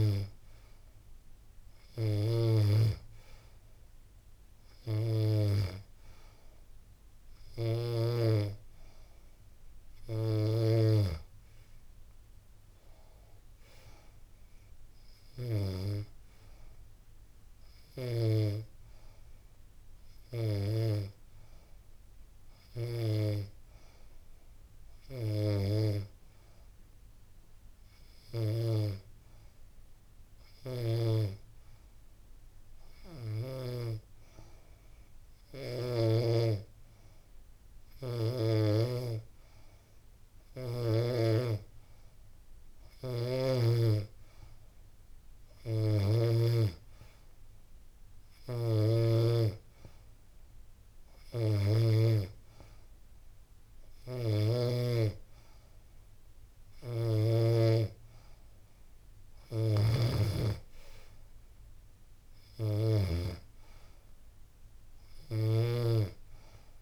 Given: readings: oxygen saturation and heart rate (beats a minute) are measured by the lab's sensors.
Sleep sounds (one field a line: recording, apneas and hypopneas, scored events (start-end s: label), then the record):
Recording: breathing in sleep by a room microphone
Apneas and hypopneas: none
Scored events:
45.00-65.00 s: snoring (device-marked)
From the record:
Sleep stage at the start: N2 (light sleep)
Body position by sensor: on the back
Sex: female